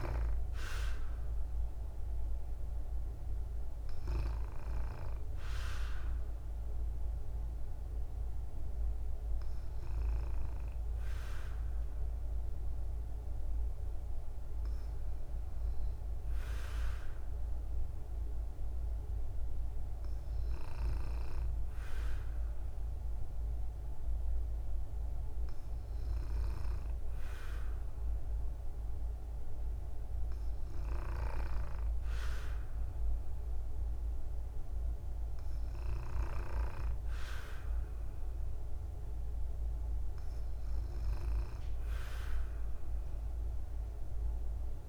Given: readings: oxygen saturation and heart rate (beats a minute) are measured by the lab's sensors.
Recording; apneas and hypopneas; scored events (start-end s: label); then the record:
breathing in sleep by a room microphone; none
0.00-9.50 s: oxygen desaturation (device-marked, oxygen 93% lowest, heart rate 59 extreme)
From the record:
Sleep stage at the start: N2 (light sleep); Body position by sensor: on the back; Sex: female